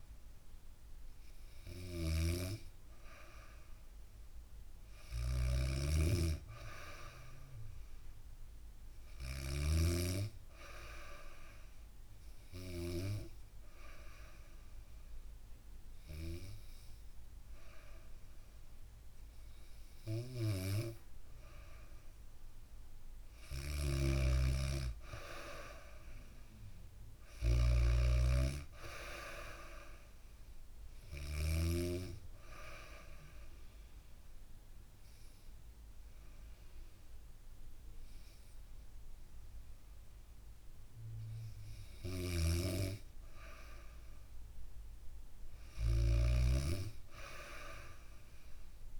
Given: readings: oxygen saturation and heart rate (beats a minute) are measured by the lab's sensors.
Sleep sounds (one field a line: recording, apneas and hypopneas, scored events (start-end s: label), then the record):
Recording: breathing in sleep by a room microphone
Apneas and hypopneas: 2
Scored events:
0.00-12.00 s: snoring (device-marked)
11.00-21.50 s: hypopnea (oxygen 96% before, 92% lowest, heart rate 66 before, 65 extreme)
22.50-31.00 s: snoring (device-marked)
23.00-27.00 s: arousal
32.00-43.00 s: hypopnea (oxygen 96% before, 92% lowest, heart rate 69 before, 65 extreme, up 5 after)
41.00-48.99 s: snoring (device-marked)
45.00-48.99 s: arousal
From the record:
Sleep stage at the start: N2 (light sleep)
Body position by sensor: on the back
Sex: female